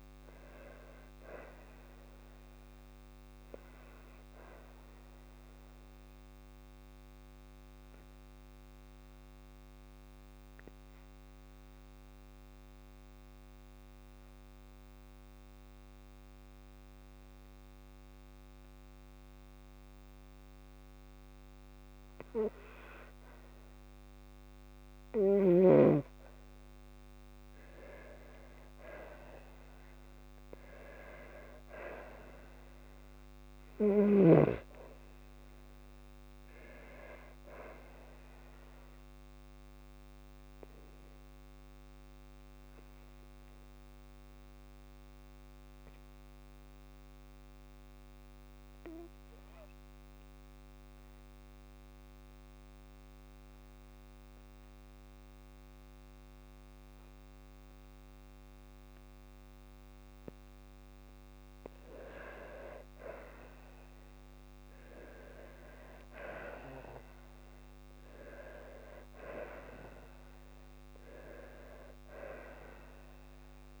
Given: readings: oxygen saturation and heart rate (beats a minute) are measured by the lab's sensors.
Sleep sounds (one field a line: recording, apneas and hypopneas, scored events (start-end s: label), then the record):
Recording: breathing in sleep by a microphone on the trachea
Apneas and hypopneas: 2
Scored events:
6.00-20.50 s: obstructive apnea (oxygen 96% before, 90% lowest, heart rate 56 before, 53 extreme, up 2 after)
13.00-24.00 s: oxygen desaturation (device-marked, oxygen 94% before, 90% lowest, heart rate 55 before, 53 extreme)
25.50-29.50 s: arousal
42.50-61.00 s: obstructive apnea (oxygen 97% before, 91% lowest, heart rate 55 before, 53 extreme, up 4 after)
45.00-63.00 s: oxygen desaturation (device-marked, oxygen 96% before, 92% lowest, heart rate 55 before, 53 extreme)
64.50-68.50 s: arousal
From the record:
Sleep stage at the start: N2 (light sleep)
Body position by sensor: on the back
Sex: female